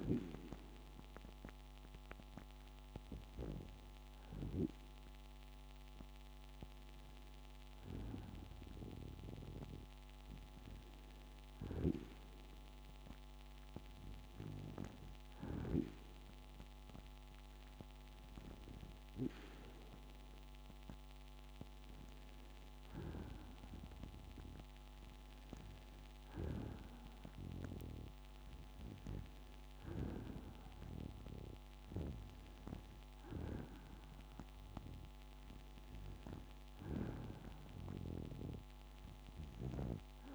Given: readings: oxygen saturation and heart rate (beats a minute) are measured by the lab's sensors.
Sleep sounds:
breathing in sleep by a microphone on the trachea; none
none scored
From the record:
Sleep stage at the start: N2 (light sleep); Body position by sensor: on the back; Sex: female

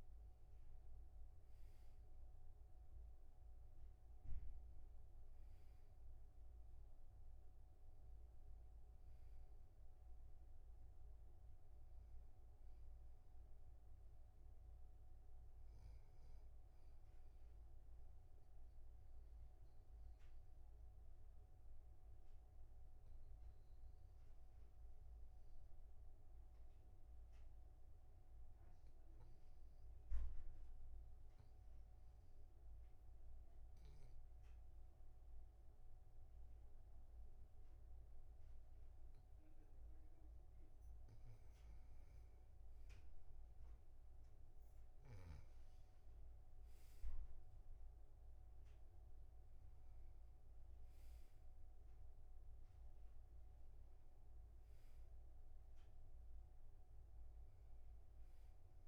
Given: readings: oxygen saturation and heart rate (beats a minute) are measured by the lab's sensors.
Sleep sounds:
breathing in sleep, hard to hear, by a room microphone; 1
18.00-40.50 s: obstructive apnea (oxygen 99% before, 96% lowest, heart rate 54 before, 44 extreme, up 10 after)
48.00-52.00 s: arousal
From the record:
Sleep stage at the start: N2 (light sleep); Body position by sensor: on the back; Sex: male

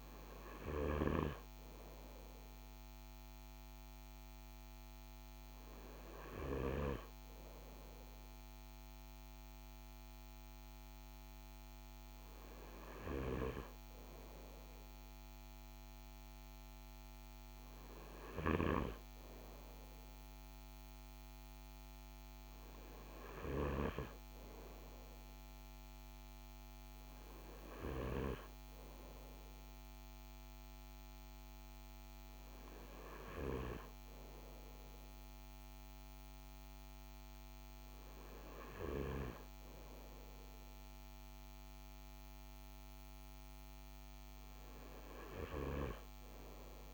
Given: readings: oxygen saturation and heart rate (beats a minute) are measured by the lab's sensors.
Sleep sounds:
breathing in sleep by a microphone on the trachea; none
0.00-6.50 s: snoring (device-marked)
12.50-23.50 s: snoring (device-marked)
From the record:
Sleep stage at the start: N2 (light sleep); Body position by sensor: on the front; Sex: male

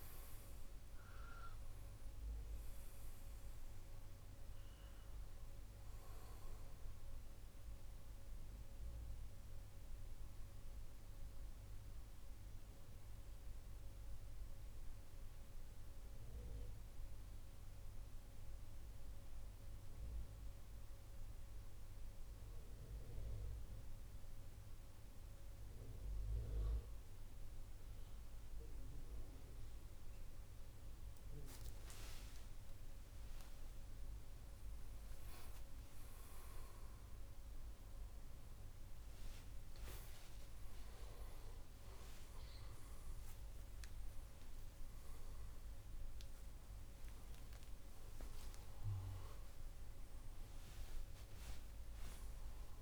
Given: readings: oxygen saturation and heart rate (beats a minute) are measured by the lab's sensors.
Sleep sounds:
breathing in sleep, hard to hear, by a room microphone; 1
0.00-18.00 s: oxygen desaturation (device-marked, oxygen 86% lowest, heart rate 28 extreme)
8.50-31.00 s: central apnea (oxygen 95% before, 86% lowest, heart rate 70 before, 66 extreme, up 60 after)
32.50-39.00 s: arousal
From the record:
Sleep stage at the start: N2 (light sleep); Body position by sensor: on the right side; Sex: male

